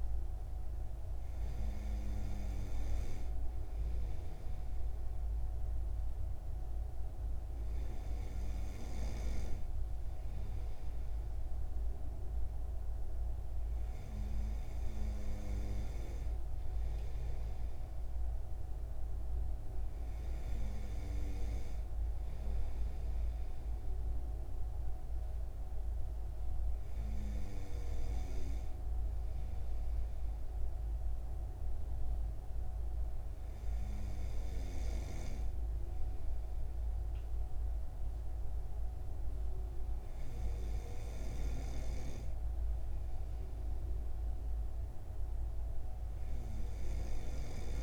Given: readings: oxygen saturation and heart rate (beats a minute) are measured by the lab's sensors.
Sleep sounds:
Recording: breathing in sleep by a room microphone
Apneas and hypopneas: none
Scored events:
none scored
From the record:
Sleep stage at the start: N2 (light sleep)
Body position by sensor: on the right side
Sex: male

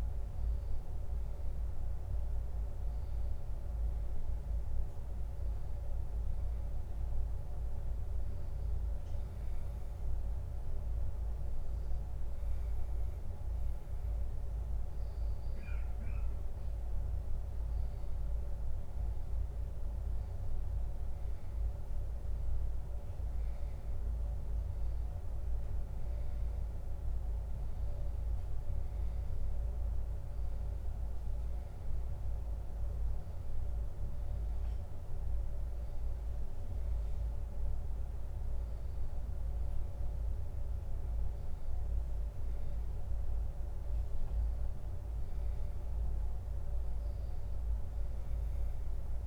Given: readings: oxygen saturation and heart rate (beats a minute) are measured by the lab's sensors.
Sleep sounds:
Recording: breathing in sleep, hard to hear, by a room microphone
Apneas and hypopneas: 1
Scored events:
0.00-7.50 s: oxygen desaturation (device-marked, oxygen 90% lowest, heart rate 79 extreme)
6.50-17.50 s: hypopnea (oxygen 93% before, 91% lowest, heart rate 81 before, 80 extreme, up 2 after)
19.00-22.00 s: arousal
24.50-41.50 s: oxygen desaturation (device-marked, oxygen 94% before, 91% lowest, heart rate 80 before, 80 extreme)
From the record:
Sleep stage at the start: N2 (light sleep)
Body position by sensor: on the back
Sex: male

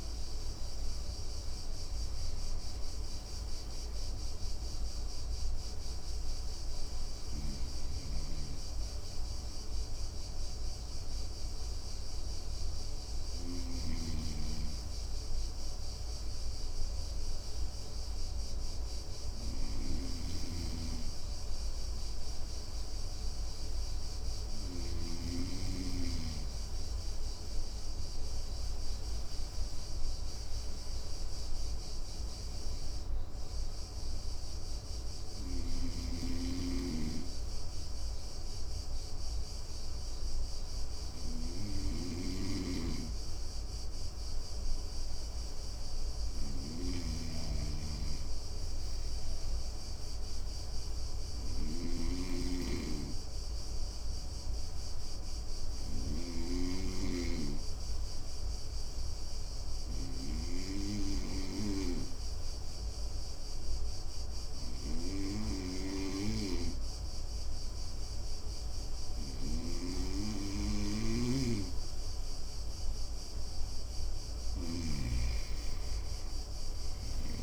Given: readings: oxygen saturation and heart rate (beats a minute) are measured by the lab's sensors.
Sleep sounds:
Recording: breathing in sleep by a room microphone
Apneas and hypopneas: 2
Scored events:
0.00-4.00 s: oxygen desaturation (device-marked, oxygen 92% lowest, heart rate 55 extreme)
6.00-25.00 s: hypopnea (oxygen 97% before, 90% lowest, heart rate 66 before, 57 extreme, up 1 after)
16.00-23.00 s: oxygen desaturation (device-marked, oxygen 93% before, 90% lowest, heart rate 64 before, 57 extreme)
19.50-24.50 s: snoring (device-marked)
28.00-32.50 s: arousal
41.50-56.00 s: snoring (device-marked)
50.50-73.00 s: obstructive apnea (oxygen 100% before, 94% lowest, heart rate 59 before, 58 extreme, up 9 after)
69.00-74.50 s: snoring (device-marked)
70.00-77.43 s: oxygen desaturation (device-marked, oxygen 98% before, 95% lowest, heart rate 59 before, 56 extreme)
75.00-77.43 s: arousal
From the record:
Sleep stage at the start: N2 (light sleep)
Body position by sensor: on the right side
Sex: male

